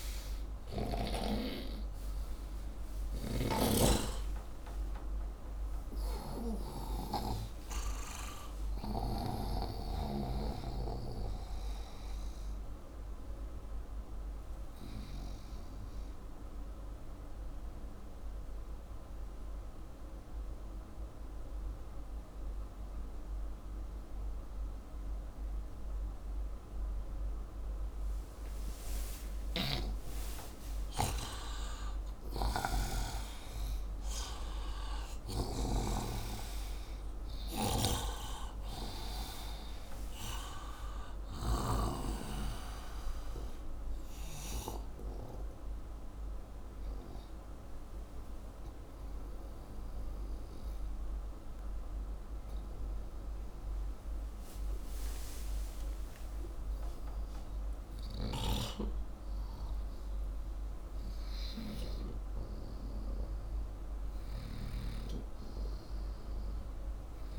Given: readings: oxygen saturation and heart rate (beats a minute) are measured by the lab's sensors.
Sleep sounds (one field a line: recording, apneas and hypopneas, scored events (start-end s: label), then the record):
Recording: breathing in sleep by a room microphone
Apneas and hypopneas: 2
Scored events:
0.00-27.50 s: oxygen desaturation (device-marked, oxygen 93% lowest, heart rate 64 extreme)
15.50-29.00 s: obstructive apnea (oxygen 96% before, 92% lowest, heart rate 81 before, 64 extreme, up 16 after)
30.00-33.00 s: arousal
32.50-56.50 s: oxygen desaturation (device-marked, oxygen 99% before, 92% lowest, heart rate 72 before, 64 extreme)
44.50-56.00 s: obstructive apnea (oxygen 99% before, 92% lowest, heart rate 76 before, 64 extreme, up 18 after)
57.00-61.00 s: arousal
From the record:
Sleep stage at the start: N2 (light sleep)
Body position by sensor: upright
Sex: male